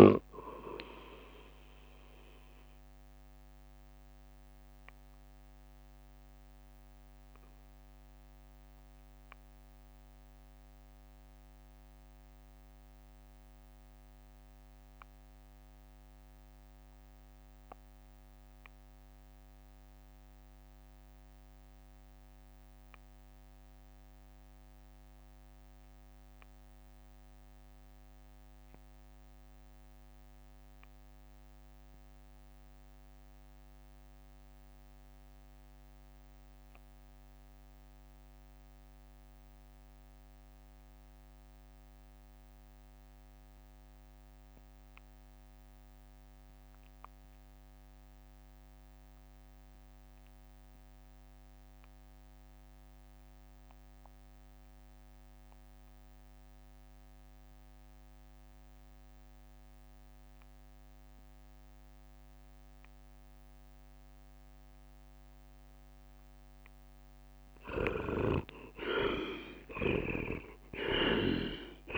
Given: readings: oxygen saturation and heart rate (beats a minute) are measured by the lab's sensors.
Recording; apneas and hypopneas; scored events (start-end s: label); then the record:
breathing in sleep by a microphone on the trachea; 1
0.00-6.50 s: drop in pulse transit time (device-marked, heart rate 53 extreme)
5.00-65.50 s: obstructive apnea (oxygen 100% before, 76% lowest, heart rate 57 before, 50 extreme, up 39 after)
10.50-26.50 s: oxygen desaturation (device-marked, oxygen 98% before, 93% lowest, heart rate 56 before, 52 extreme)
32.50-55.50 s: drop in pulse transit time (device-marked, heart rate 54 before, 57 extreme)
33.50-71.98 s: oxygen desaturation (device-marked, oxygen 98% before, 76% lowest, heart rate 54 before, 48 extreme)
68.50-71.98 s: arousal
70.00-71.98 s: leg movement (device-marked)
70.50-71.98 s: tachycardia (device-marked, heart rate 58 before, 115 extreme)
From the record:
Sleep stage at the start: REM sleep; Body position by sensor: on the right side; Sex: male